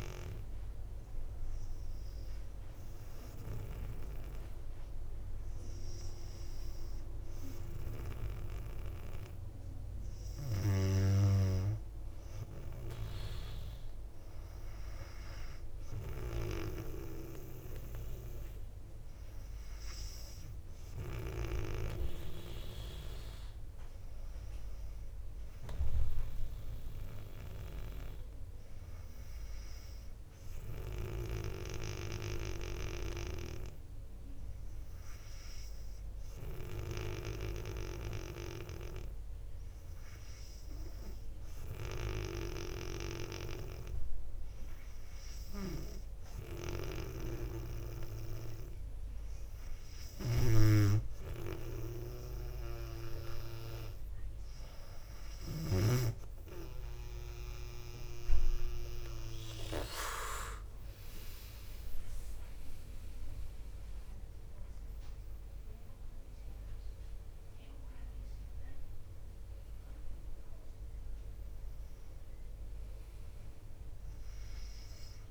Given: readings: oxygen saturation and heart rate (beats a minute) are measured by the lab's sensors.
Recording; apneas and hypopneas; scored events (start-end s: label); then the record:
breathing in sleep by a room microphone; 1
11.00-15.50 s: arousal
31.50-48.50 s: hypopnea (oxygen 99% before, 96% lowest, heart rate 61 before, 58 extreme, up 3 after)
50.00-56.00 s: snoring (device-marked)
62.00-68.00 s: arousal
From the record:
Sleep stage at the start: N2 (light sleep); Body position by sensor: on the back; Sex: female